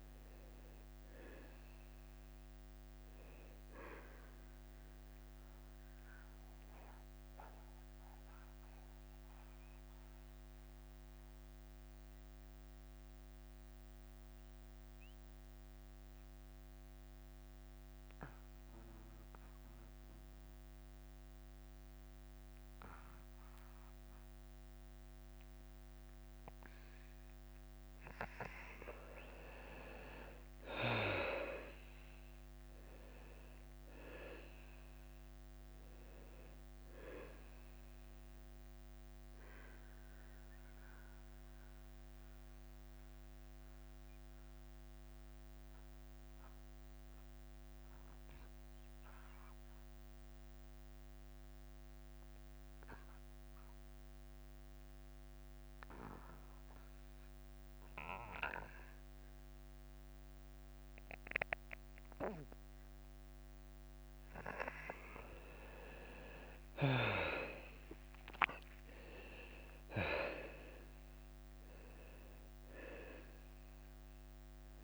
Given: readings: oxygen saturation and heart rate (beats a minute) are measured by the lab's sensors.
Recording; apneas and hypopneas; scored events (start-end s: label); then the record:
breathing in sleep by a microphone on the trachea; 2
0.00-1.00 s: arousal
0.00-9.50 s: drop in pulse transit time (device-marked, heart rate 89 extreme)
0.00-22.50 s: oxygen desaturation (device-marked, oxygen 87% lowest, heart rate 87 extreme)
6.50-30.00 s: mixed apnea (oxygen 97% before, 86% lowest, heart rate 91 before, 87 extreme, up 4 after)
31.50-35.00 s: arousal
33.50-44.50 s: drop in pulse transit time (device-marked, heart rate 92 before, 88 extreme)
35.50-46.50 s: oxygen desaturation (device-marked, oxygen 97% before, 88% lowest, heart rate 91 before, 87 extreme)
40.50-65.00 s: mixed apnea (oxygen 98% before, 84% lowest, heart rate 90 before, 87 extreme, up 5 after)
48.50-59.50 s: oxygen desaturation (device-marked, oxygen 94% before, 86% lowest, heart rate 89 before, 88 extreme)
66.50-71.00 s: arousal
71.50-74.84 s: drop in pulse transit time (device-marked, heart rate 90 before, 92 extreme)
71.50-74.84 s: oxygen desaturation (device-marked, oxygen 98% before, 86% lowest, heart rate 90 before, 87 extreme)
From the record:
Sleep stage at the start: N2 (light sleep); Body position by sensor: on the back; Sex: male